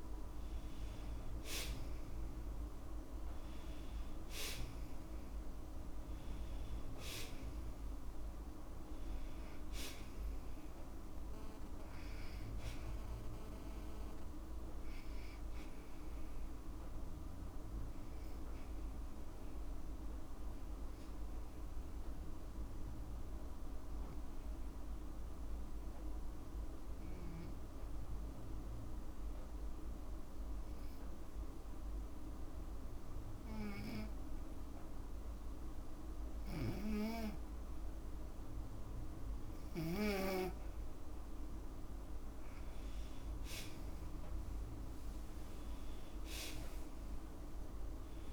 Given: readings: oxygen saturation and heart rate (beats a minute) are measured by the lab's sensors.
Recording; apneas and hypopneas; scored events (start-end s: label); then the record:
breathing in sleep by a room microphone; 1
1.50-5.00 s: arousal
20.50-35.00 s: obstructive apnea (oxygen 96% before, 90% lowest, heart rate 55 before, 52 extreme, up 1 after)
23.50-43.50 s: oxygen desaturation (device-marked, oxygen 95% before, 90% lowest, heart rate 55 before, 51 extreme)
44.50-48.33 s: arousal
From the record:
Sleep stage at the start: N2 (light sleep); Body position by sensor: on the back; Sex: female